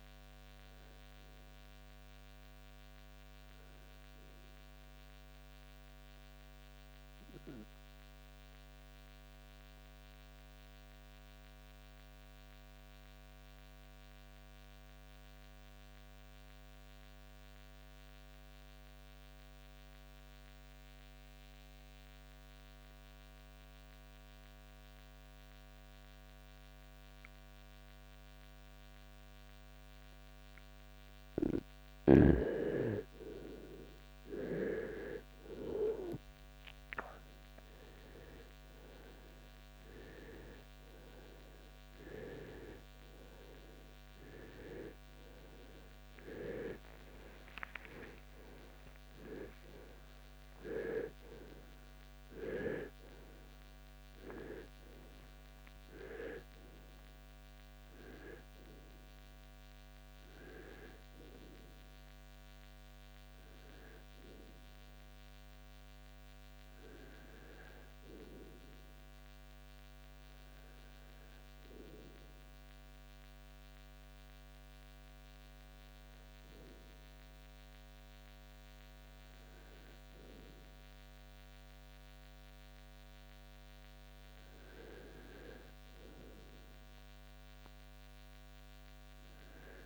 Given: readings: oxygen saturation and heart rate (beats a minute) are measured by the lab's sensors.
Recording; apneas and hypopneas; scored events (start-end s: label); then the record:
breathing in sleep by a microphone on the trachea; 2
0.00-2.50 s: arousal
0.00-21.00 s: oxygen desaturation (device-marked, oxygen 85% lowest, heart rate 47 extreme)
4.50-30.00 s: obstructive apnea (oxygen 96% before, 85% lowest, heart rate 73 before, 47 extreme, up 9 after)
32.00-36.00 s: arousal
39.00-69.00 s: new sleep stage, N1 (lightest sleep)
44.50-50.50 s: arousal
67.00-72.00 s: oxygen desaturation (device-marked, oxygen 94% before, 91% lowest, heart rate 78 before, 65 extreme)
69.00-85.50 s: hypopnea (oxygen 96% before, 86% lowest, heart rate 79 before, 54 extreme, up 4 after)
69.00-89.86 s: new sleep stage, N2 (light sleep)
77.00-89.86 s: oxygen desaturation (device-marked, oxygen 93% before, 86% lowest, heart rate 77 before, 54 extreme)
87.00-89.86 s: arousal
From the record:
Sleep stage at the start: REM sleep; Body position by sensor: on the right side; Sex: male